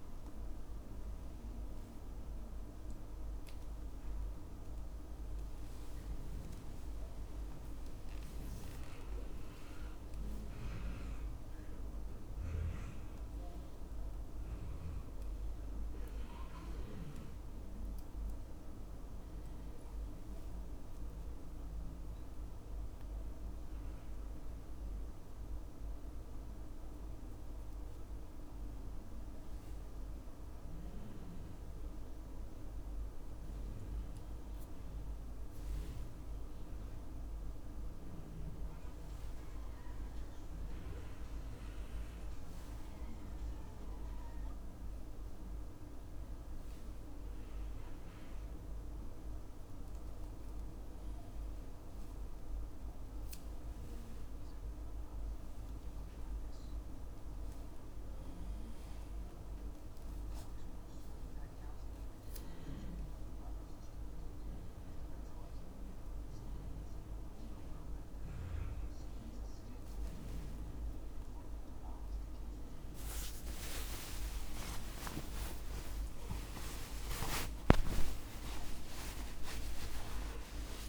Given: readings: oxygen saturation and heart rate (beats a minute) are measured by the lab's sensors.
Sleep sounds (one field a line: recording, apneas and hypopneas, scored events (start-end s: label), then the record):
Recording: a person partly awake in a sleep study, by a room microphone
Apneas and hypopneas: 2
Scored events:
3.50-63.50 s: new sleep stage, N2 (light sleep)
14.00-24.00 s: hypopnea (oxygen 97% before, 93% lowest, heart rate 76 before, 74 extreme, up 0 after)
27.50-30.50 s: arousal
30.50-40.50 s: oxygen desaturation (device-marked, oxygen 96% before, 93% lowest, heart rate 77 before, 74 extreme)
37.00-48.00 s: hypopnea (oxygen 97% before, 93% lowest, heart rate 75 before, 74 extreme, up 2 after)
63.50-80.89 s: new sleep stage, awake
From the record:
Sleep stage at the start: awake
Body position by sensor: on the back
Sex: male